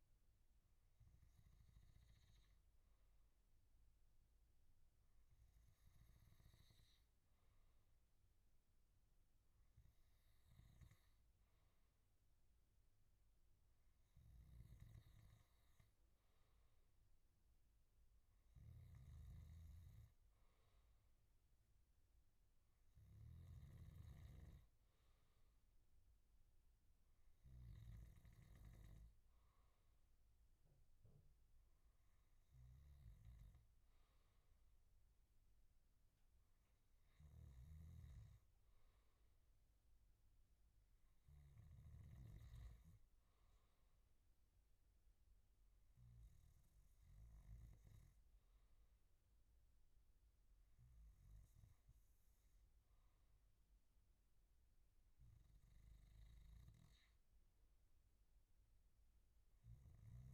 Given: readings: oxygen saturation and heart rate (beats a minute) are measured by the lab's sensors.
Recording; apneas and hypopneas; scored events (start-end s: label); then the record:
breathing in sleep, hard to hear, by a room microphone; none
19.00-24.00 s: snoring (device-marked)
37.50-42.50 s: snoring (device-marked)
From the record:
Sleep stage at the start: N2 (light sleep); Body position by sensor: on the back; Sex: male